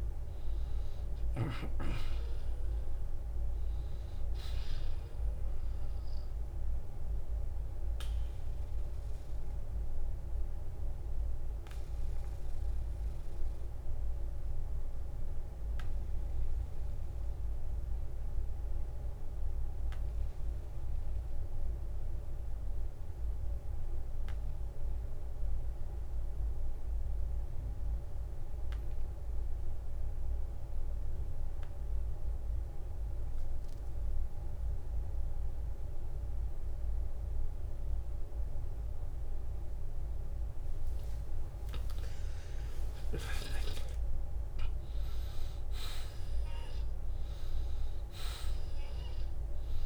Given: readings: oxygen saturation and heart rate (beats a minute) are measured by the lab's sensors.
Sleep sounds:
breathing in sleep, hard to hear, by a room microphone; 1
0.00-31.50 s: oxygen desaturation (device-marked, oxygen 83% lowest, heart rate 39 extreme)
7.50-41.00 s: obstructive apnea (oxygen 96% before, 80% lowest, heart rate 61 before, 39 extreme, up 30 after)
8.00-10.00 s: long interval between heartbeats (device-marked, heart rate 61 before, 67 extreme)
20.50-22.50 s: long interval between heartbeats (device-marked, heart rate 59 before, 55 extreme)
31.50-33.50 s: long interval between heartbeats (device-marked, heart rate 52 before, 49 extreme)
35.50-37.50 s: long interval between heartbeats (device-marked, heart rate 51 before, 46 extreme)
42.50-46.00 s: arousal
From the record:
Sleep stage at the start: N2 (light sleep); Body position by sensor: on the back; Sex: male

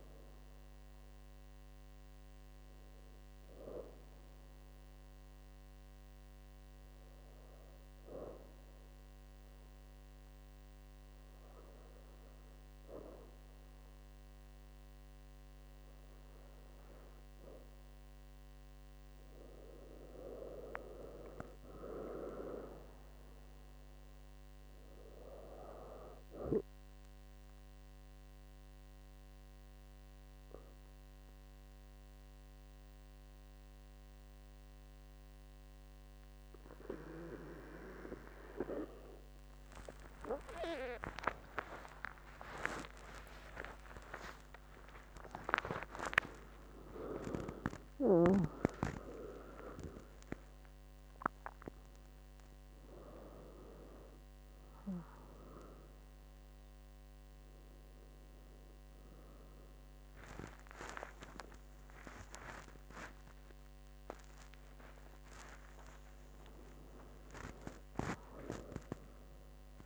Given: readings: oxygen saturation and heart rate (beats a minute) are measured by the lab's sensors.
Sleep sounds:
a person partly awake in a sleep study, by a microphone on the trachea; 2
6.50-19.00 s: obstructive apnea (oxygen 98% before, 95% lowest, heart rate 74 before, 68 extreme, up 3 after)
21.00-24.00 s: arousal
29.00-39.00 s: obstructive apnea (oxygen 98% before, 95% lowest, heart rate 72 before, 69 extreme)
48.00-69.86 s: new sleep stage, awake
From the record:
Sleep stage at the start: N2 (light sleep); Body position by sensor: on the back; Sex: female

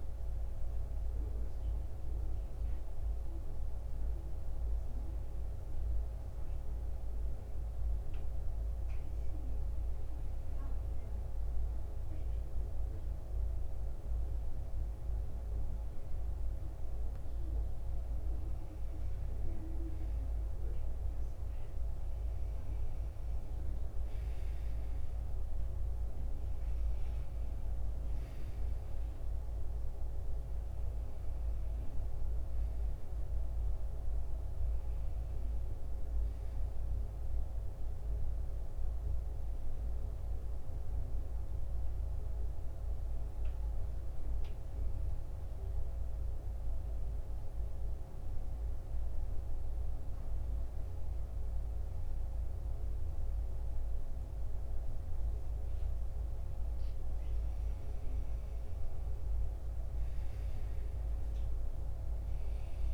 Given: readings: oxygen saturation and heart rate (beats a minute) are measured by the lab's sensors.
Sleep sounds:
breathing in sleep, hard to hear, by a room microphone; 1
21.00-49.00 s: oxygen desaturation (device-marked, oxygen 94% before, 90% lowest, heart rate 75 before, 74 extreme)
32.50-37.00 s: arousal
45.50-56.50 s: hypopnea (oxygen 94% before, 89% lowest, heart rate 81 before, 75 extreme, up 13 after)
From the record:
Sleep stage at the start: N2 (light sleep); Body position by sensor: on the back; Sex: male

